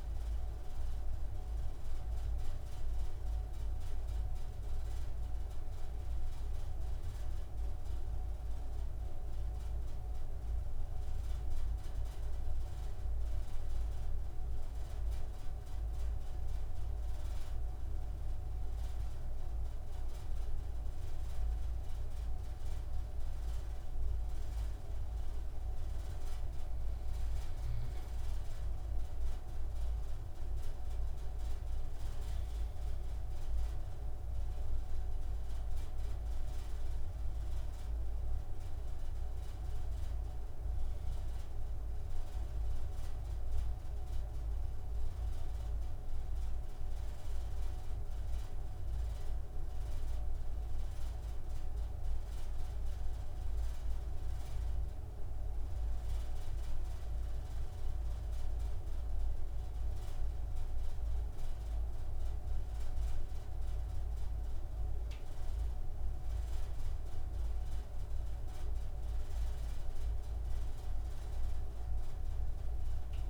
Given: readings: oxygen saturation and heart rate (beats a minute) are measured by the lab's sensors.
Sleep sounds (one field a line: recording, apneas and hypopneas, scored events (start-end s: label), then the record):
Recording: breathing in sleep, hard to hear, by a room microphone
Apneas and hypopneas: 1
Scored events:
0.00-3.00 s: arousal
8.00-25.50 s: obstructive apnea (oxygen 96% before, 93% lowest)
29.00-33.50 s: arousal
30.00-51.00 s: oxygen desaturation (device-marked, oxygen 96% before, 93% lowest)
From the record:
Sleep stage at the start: N2 (light sleep)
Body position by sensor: on the right side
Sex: male